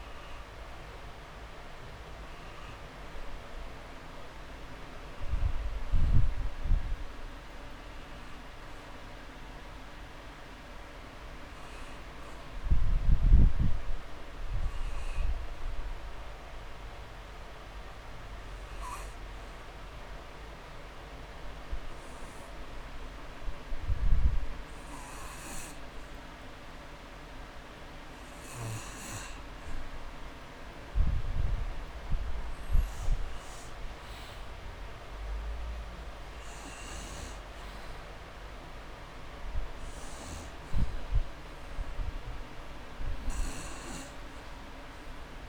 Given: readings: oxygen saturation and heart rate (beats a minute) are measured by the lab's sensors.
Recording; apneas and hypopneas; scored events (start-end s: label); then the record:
breathing in sleep, hard to hear, by a room microphone; 1
19.50-30.00 s: obstructive apnea (oxygen 98% before, 92% lowest)
33.00-36.00 s: arousal
36.00-45.48 s: oxygen desaturation (device-marked, oxygen 97% before, 92% lowest)
From the record:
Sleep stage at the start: N2 (light sleep); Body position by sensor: on the back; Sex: male